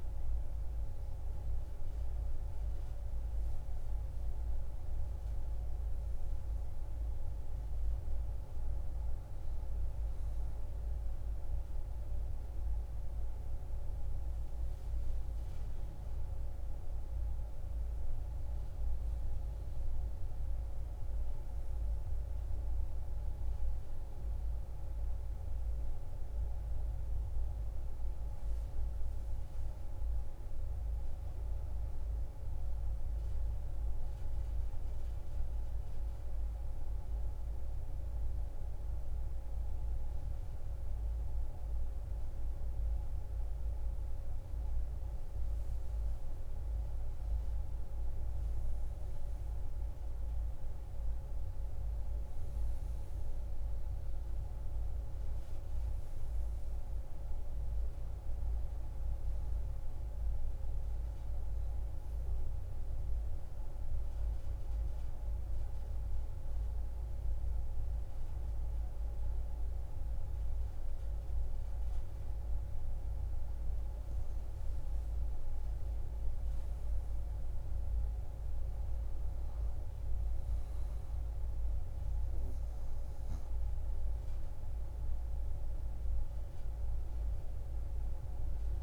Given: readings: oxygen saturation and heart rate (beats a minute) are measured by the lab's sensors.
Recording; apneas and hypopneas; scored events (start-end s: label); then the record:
breathing in sleep, hard to hear, by a room microphone; 2
24.50-29.00 s: arousal
33.50-45.50 s: obstructive apnea (oxygen 96% before, 93% lowest)
49.00-53.00 s: arousal
51.50-71.50 s: oxygen desaturation (device-marked, oxygen 96% before, 93% lowest)
59.50-73.00 s: obstructive apnea (oxygen 96% before, 91% lowest)
75.00-78.00 s: arousal
81.50-88.83 s: oxygen desaturation (device-marked, oxygen 97% before, 93% lowest)
From the record:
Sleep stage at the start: N2 (light sleep); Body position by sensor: on the back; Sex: female